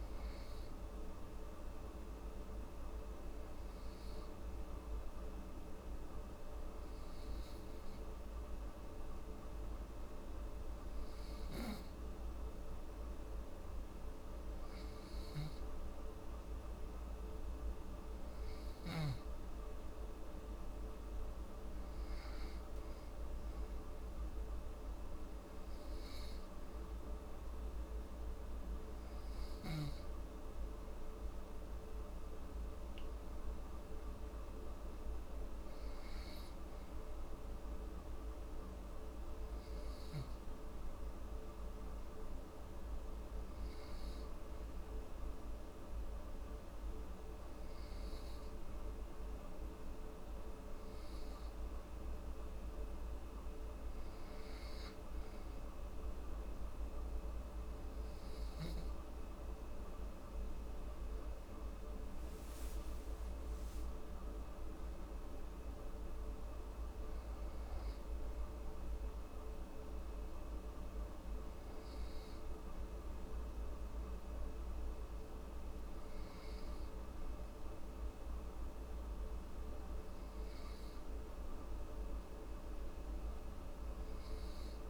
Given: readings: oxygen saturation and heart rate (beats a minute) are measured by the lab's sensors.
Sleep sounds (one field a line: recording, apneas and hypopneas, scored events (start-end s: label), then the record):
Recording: breathing in sleep, hard to hear, by a room microphone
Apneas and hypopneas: 2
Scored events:
4.00-16.00 s: obstructive apnea (oxygen 95% before, 93% lowest, heart rate 78 before, 76 extreme, up 1 after)
32.00-35.00 s: arousal
38.00-51.50 s: hypopnea (oxygen 96% before, 94% lowest, heart rate 78 before, 73 extreme, up 4 after)
53.50-56.50 s: arousal
From the record:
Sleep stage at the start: N2 (light sleep)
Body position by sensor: on the back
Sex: female